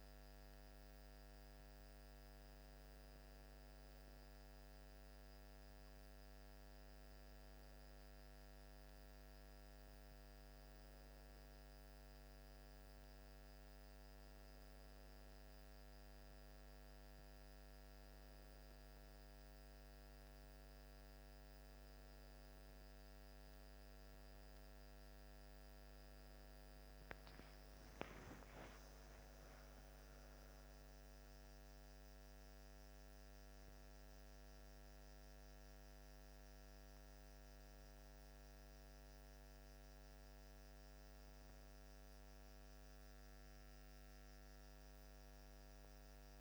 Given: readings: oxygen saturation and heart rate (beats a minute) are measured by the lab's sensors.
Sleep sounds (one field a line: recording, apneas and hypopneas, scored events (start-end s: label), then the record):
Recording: breathing in sleep, hard to hear, by a microphone on the trachea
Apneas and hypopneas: none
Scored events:
28.50-34.00 s: arousal
From the record:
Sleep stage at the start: N1 (lightest sleep)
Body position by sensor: on the back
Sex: male